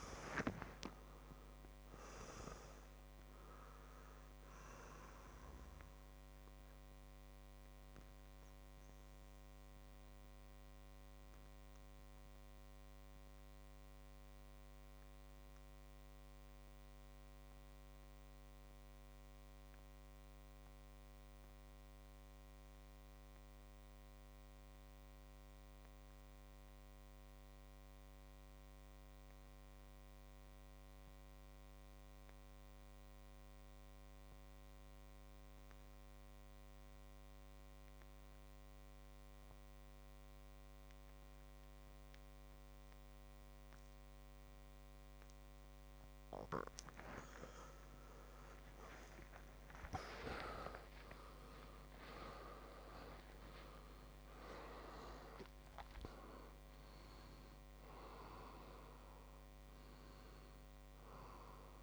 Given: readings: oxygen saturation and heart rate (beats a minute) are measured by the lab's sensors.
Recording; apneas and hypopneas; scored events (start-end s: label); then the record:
breathing in sleep by a microphone on the trachea; 1
0.00-21.50 s: oxygen desaturation (device-marked, oxygen 89% lowest, heart rate 54 extreme)
6.00-45.50 s: obstructive apnea (oxygen 99% before, 86% lowest, heart rate 60 before, 49 extreme, up 23 after)
35.50-61.83 s: oxygen desaturation (device-marked, oxygen 100% before, 87% lowest, heart rate 59 before, 49 extreme)
47.50-51.50 s: arousal
From the record:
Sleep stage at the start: REM sleep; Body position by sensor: on the back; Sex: male